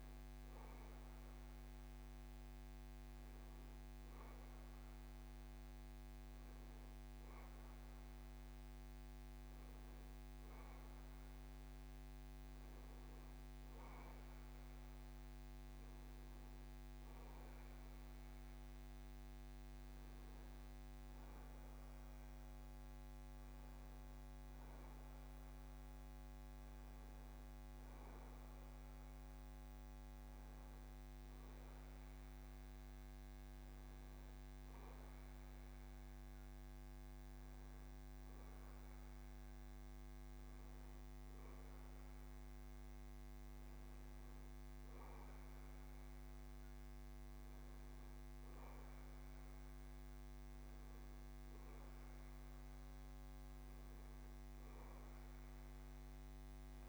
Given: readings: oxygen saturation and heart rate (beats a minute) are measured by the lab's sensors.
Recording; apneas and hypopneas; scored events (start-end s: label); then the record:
breathing in sleep, hard to hear, by a microphone on the trachea; none
none scored
From the record:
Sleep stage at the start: N1 (lightest sleep); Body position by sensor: on the back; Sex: male